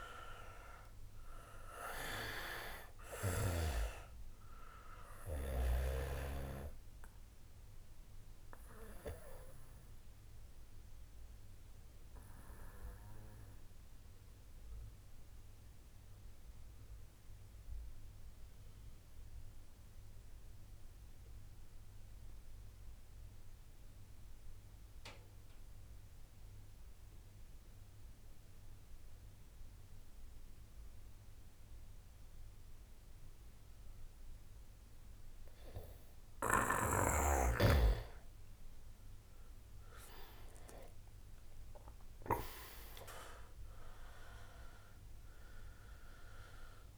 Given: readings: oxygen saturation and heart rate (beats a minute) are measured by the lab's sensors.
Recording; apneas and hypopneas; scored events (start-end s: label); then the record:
breathing in sleep by a room microphone; 1
0.00-1.50 s: arousal
0.00-22.00 s: oxygen desaturation (device-marked, oxygen 86% lowest)
10.00-34.50 s: obstructive apnea (oxygen 97% before, 86% lowest, heart rate 55 before, 58 extreme, up 21 after)
36.00-46.98 s: oxygen desaturation (device-marked, oxygen 97% before, 88% lowest, heart rate 67 before, 54 extreme)
39.00-43.50 s: arousal
From the record:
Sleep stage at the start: N2 (light sleep); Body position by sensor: on the back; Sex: male